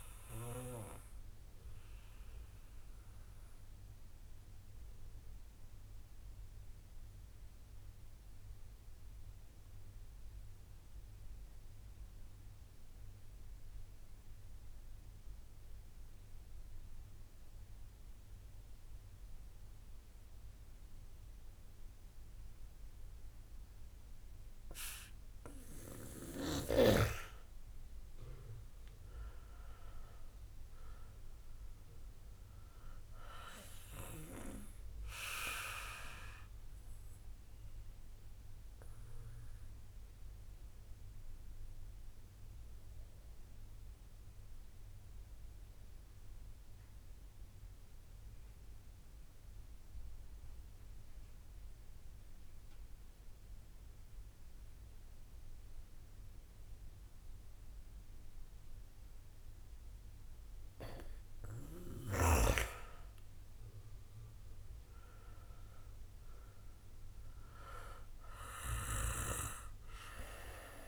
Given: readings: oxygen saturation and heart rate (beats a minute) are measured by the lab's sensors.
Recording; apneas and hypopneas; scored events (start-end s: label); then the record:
breathing in sleep by a room microphone; 2
0.00-11.00 s: oxygen desaturation (device-marked, oxygen 88% lowest, heart rate 35 extreme)
1.50-25.00 s: obstructive apnea (oxygen 97% before, 87% lowest, heart rate 54 before, 60 extreme, up 7 after)
24.00-51.00 s: oxygen desaturation (device-marked, oxygen 97% before, 87% lowest, heart rate 67 before, 61 extreme)
28.00-32.50 s: arousal
38.00-59.00 s: obstructive apnea (oxygen 97% before, 86% lowest, heart rate 65 before, 61 extreme, up 5 after)
59.50-62.50 s: arousal
63.00-70.88 s: oxygen desaturation (device-marked, oxygen 96% before, 87% lowest, heart rate 68 before, 59 extreme)
From the record:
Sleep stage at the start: N2 (light sleep); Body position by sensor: on the back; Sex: male